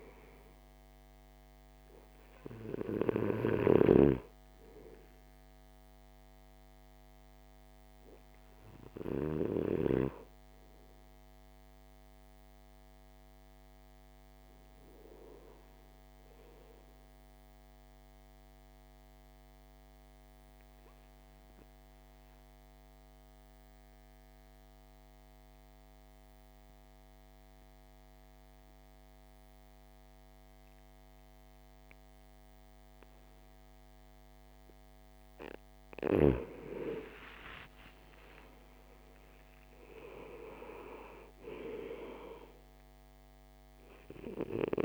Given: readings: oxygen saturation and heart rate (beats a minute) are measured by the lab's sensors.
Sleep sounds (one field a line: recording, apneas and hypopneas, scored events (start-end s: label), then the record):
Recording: breathing in sleep by a microphone on the trachea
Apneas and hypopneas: 1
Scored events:
0.00-27.50 s: oxygen desaturation (device-marked, oxygen 85% lowest, heart rate 54 extreme)
17.00-35.00 s: obstructive apnea (oxygen 99% before, 85% lowest, heart rate 60 before, 51 extreme, up 10 after)
36.50-39.50 s: arousal
37.50-44.85 s: oxygen desaturation (device-marked, oxygen 99% before, 85% lowest, heart rate 58 before, 51 extreme)
From the record:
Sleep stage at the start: N2 (light sleep)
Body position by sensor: on the back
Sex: male